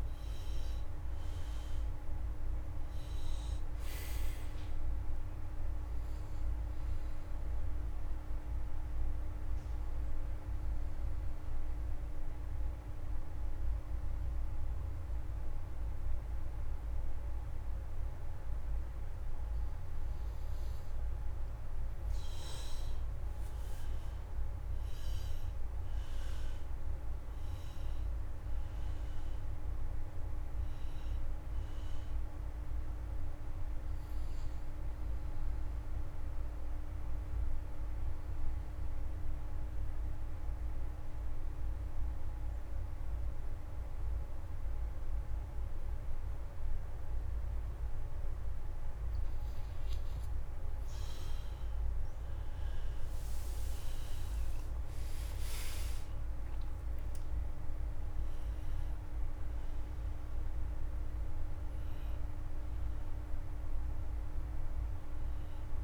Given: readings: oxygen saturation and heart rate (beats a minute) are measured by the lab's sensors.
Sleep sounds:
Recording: breathing in sleep, hard to hear, by a room microphone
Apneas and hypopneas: 2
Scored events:
0.00-19.00 s: oxygen desaturation (device-marked, oxygen 98% before, 86% lowest)
7.00-21.00 s: obstructive apnea (oxygen 98% before, 85% lowest)
23.00-26.50 s: arousal
29.00-47.00 s: oxygen desaturation (device-marked, oxygen 97% before, 86% lowest)
35.00-49.50 s: obstructive apnea (oxygen 97% before, 85% lowest)
52.00-57.50 s: arousal
58.00-65.84 s: oxygen desaturation (device-marked, oxygen 97% before, 85% lowest)
From the record:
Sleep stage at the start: N2 (light sleep)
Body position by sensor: on the back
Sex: male

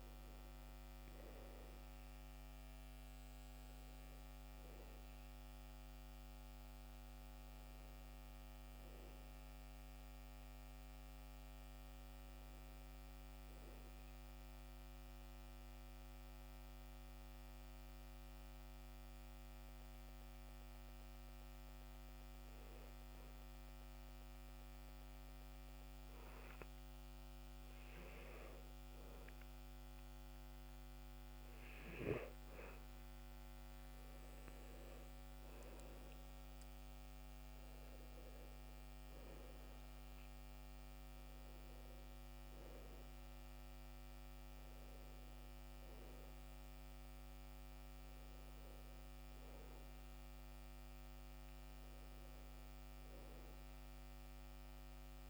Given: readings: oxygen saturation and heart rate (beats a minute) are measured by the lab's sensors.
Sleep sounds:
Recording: breathing in sleep, hard to hear, by a microphone on the trachea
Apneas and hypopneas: 1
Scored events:
15.50-28.50 s: mixed apnea (oxygen 97% before, 91% lowest, heart rate 70 before, 65 extreme, up 7 after)
31.00-36.50 s: arousal
34.00-52.00 s: oxygen desaturation (device-marked, oxygen 96% before, 92% lowest, heart rate 67 before, 64 extreme)
From the record:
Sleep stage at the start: N2 (light sleep)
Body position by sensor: on the back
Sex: male

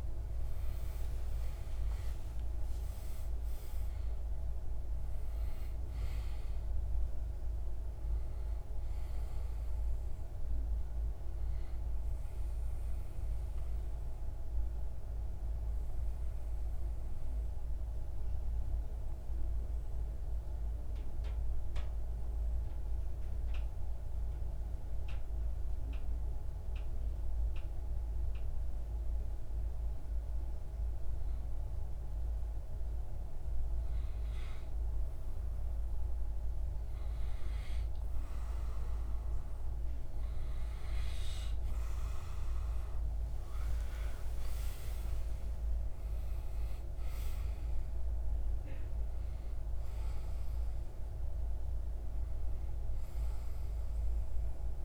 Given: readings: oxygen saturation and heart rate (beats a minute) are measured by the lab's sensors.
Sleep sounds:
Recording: breathing in sleep, hard to hear, by a room microphone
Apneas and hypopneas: 1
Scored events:
15.00-32.00 s: obstructive apnea (oxygen 95% before, 93% lowest)
39.50-44.00 s: arousal
41.00-54.85 s: oxygen desaturation (device-marked, oxygen 97% before, 93% lowest)
From the record:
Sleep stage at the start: N2 (light sleep)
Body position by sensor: on the back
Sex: male

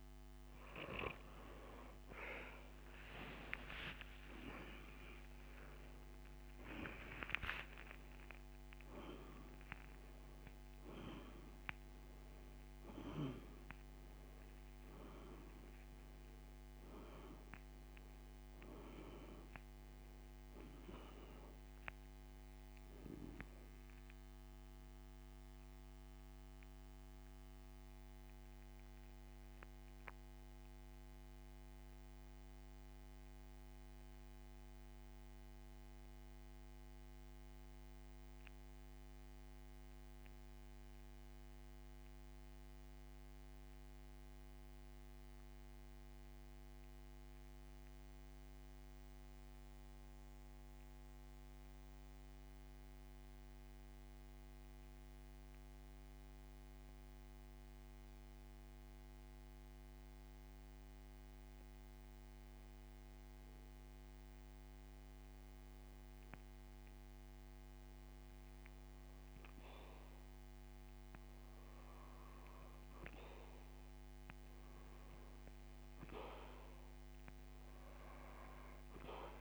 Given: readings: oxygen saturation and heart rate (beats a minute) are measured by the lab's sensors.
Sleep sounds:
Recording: breathing in sleep by a microphone on the trachea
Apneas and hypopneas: 1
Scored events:
0.50-10.50 s: oxygen desaturation (device-marked, oxygen 97% before, 93% lowest, heart rate 75 before, 57 extreme)
3.50-7.00 s: arousal
12.50-14.50 s: oxygen desaturation (device-marked, oxygen 95% before, 91% lowest, heart rate 76 before, 68 extreme)
27.00-66.50 s: mixed apnea (oxygen 96% before, 84% lowest, heart rate 77 before, 57 extreme, up 12 after)
38.50-63.50 s: oxygen desaturation (device-marked, oxygen 91% before, 84% lowest, heart rate 81 before, 57 extreme)
69.00-73.00 s: arousal
74.50-79.41 s: oxygen desaturation (device-marked, oxygen 98% before, 85% lowest, heart rate 74 before, 50 extreme)
From the record:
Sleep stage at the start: N2 (light sleep)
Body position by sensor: on the back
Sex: male

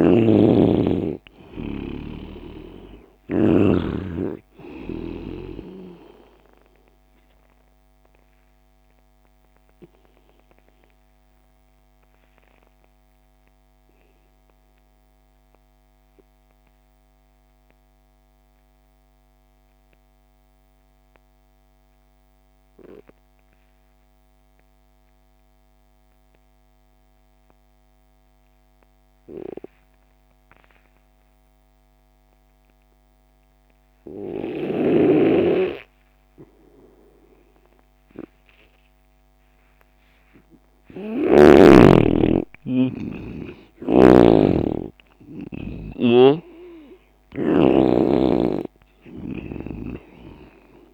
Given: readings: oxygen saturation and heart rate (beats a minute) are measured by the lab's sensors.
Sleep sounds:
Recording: breathing in sleep by a microphone on the trachea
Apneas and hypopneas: 1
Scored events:
0.00-3.50 s: snoring (device-marked)
0.00-21.50 s: oxygen desaturation (device-marked, oxygen 88% lowest)
9.00-39.50 s: mixed apnea (oxygen 97% before, 88% lowest)
36.50-50.94 s: oxygen desaturation (device-marked, oxygen 98% before, 90% lowest)
41.00-46.00 s: arousal
46.00-49.50 s: snoring (device-marked)
From the record:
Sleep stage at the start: N2 (light sleep)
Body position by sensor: on the left side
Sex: male

